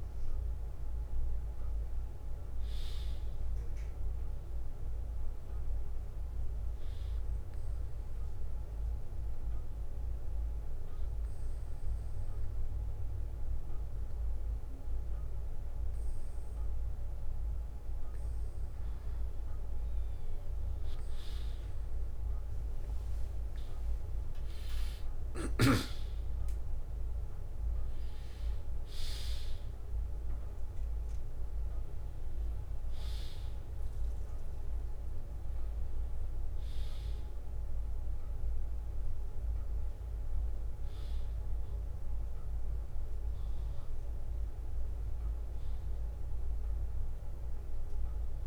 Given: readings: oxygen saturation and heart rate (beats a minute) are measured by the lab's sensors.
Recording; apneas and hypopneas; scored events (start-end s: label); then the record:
a person partly awake in a sleep study, hard to hear, by a room microphone; 1
3.50-48.47 s: new sleep stage, N1 (lightest sleep)
9.50-20.50 s: obstructive apnea (oxygen 95% before, 94% lowest, heart rate 63 before, 60 extreme, up 4 after)
22.50-27.00 s: arousal
44.50-46.50 s: bradycardia (device-marked, heart rate 59 before, 60 extreme)
From the record:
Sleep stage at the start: awake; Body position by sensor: on the back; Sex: male